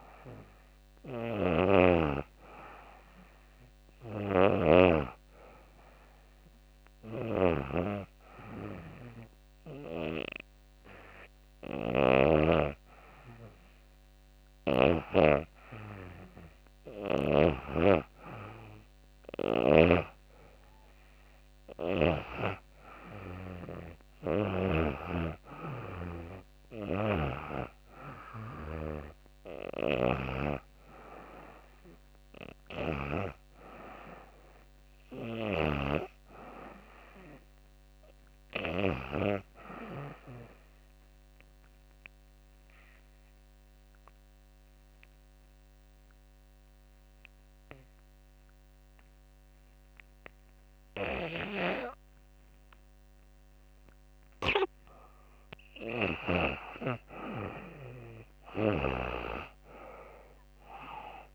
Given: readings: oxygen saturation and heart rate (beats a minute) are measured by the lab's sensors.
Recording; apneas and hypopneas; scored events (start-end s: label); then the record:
breathing in sleep by a microphone on the trachea; 1
0.00-8.50 s: oxygen desaturation (device-marked, oxygen 89% lowest, heart rate 85 extreme)
32.50-36.50 s: arousal
39.50-53.50 s: obstructive apnea (oxygen 95% before, 85% lowest, heart rate 88 before, 78 extreme, up 8 after)
52.50-61.35 s: oxygen desaturation (device-marked, oxygen 95% before, 85% lowest, heart rate 84 before, 80 extreme)
58.50-61.35 s: arousal
From the record:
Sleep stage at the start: N2 (light sleep); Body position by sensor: on the back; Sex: female